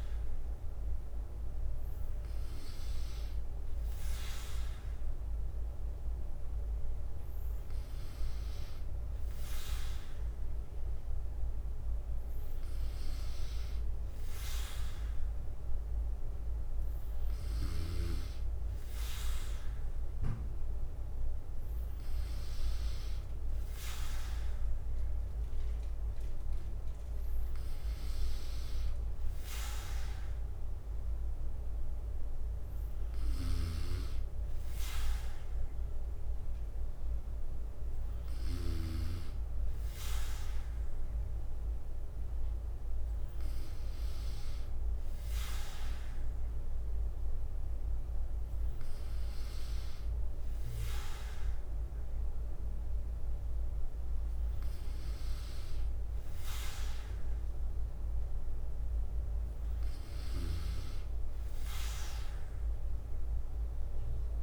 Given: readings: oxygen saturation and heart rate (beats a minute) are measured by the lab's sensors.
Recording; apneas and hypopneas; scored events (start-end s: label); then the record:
breathing in sleep by a room microphone; none
42.50-48.50 s: bradycardia (device-marked, heart rate 59 before, 59 extreme)
59.50-62.50 s: bradycardia (device-marked, heart rate 59 before, 60 extreme)
From the record:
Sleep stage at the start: N3 (deep sleep); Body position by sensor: on the back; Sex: male